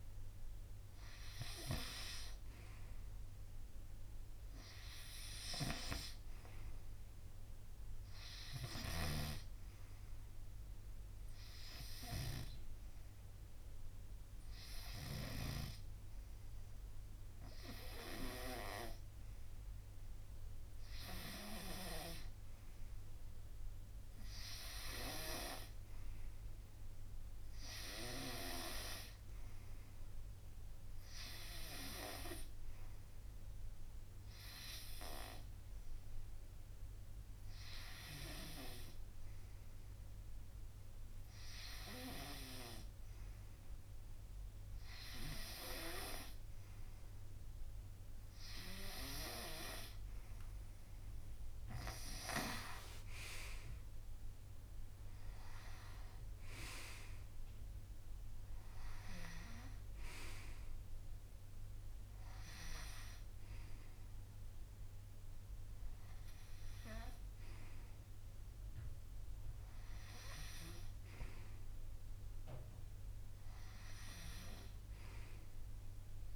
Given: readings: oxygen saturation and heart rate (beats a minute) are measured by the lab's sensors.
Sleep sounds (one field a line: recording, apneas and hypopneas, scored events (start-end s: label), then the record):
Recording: breathing in sleep by a room microphone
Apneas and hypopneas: none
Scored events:
54.00-58.00 s: arousal
From the record:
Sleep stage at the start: N2 (light sleep)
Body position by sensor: on the right side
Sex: male